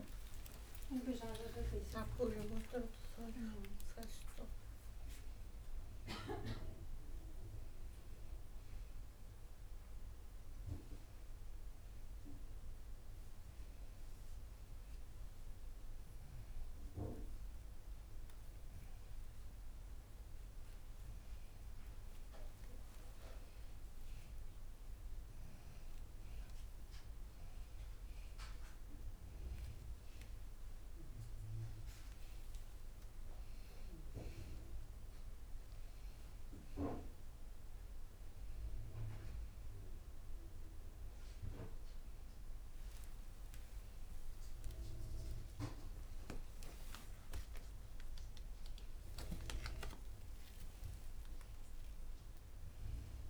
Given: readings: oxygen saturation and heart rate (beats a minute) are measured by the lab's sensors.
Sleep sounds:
a person awake in a sleep study, by a room microphone; none
0.00-3.00 s: tachycardia (device-marked, heart rate 101 extreme)
23.00-37.00 s: oxygen desaturation (device-marked, oxygen 96% before, 90% lowest, heart rate 89 before, 86 extreme)
47.00-53.00 s: tachycardia (device-marked, heart rate 84 before, 104 extreme)
From the record:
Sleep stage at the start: awake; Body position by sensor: on the back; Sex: female

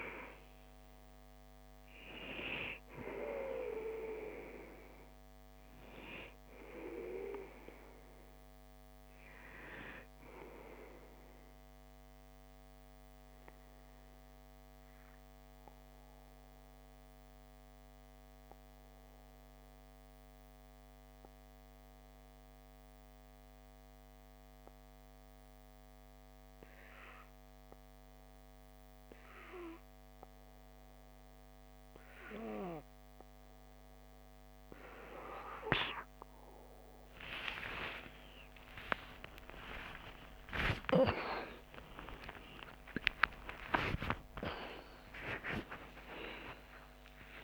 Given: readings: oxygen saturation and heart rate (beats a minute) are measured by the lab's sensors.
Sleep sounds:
breathing in sleep by a microphone on the trachea; 1
0.00-18.00 s: oxygen desaturation (device-marked, oxygen 92% lowest)
12.00-35.50 s: obstructive apnea (oxygen 97% before, 93% lowest)
37.00-43.00 s: arousal
From the record:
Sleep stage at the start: N2 (light sleep); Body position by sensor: on the back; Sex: male

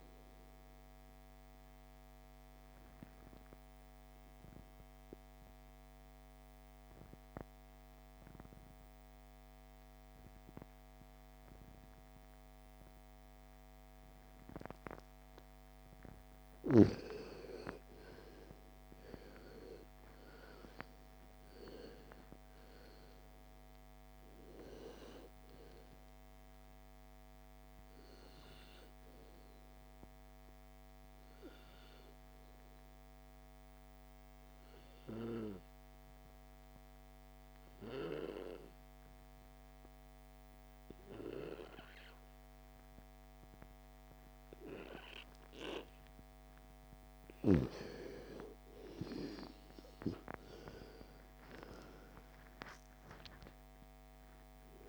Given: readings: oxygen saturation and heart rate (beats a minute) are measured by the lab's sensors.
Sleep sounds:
breathing in sleep by a microphone on the trachea; 2
0.00-19.00 s: oxygen desaturation (device-marked, oxygen 90% lowest, heart rate 26 extreme)
2.00-16.00 s: obstructive apnea (oxygen 98% before, 85% lowest, heart rate 69 before, 29 extreme, up 33 after)
17.50-21.50 s: arousal
25.00-39.00 s: oxygen desaturation (device-marked, oxygen 97% before, 85% lowest, heart rate 60 before, 29 extreme)
25.00-46.00 s: obstructive apnea (oxygen 97% before, 85% lowest, heart rate 60 before, 28 extreme, up 28 after)
48.00-53.00 s: arousal
From the record:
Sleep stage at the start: N2 (light sleep); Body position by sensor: on the left side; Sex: female

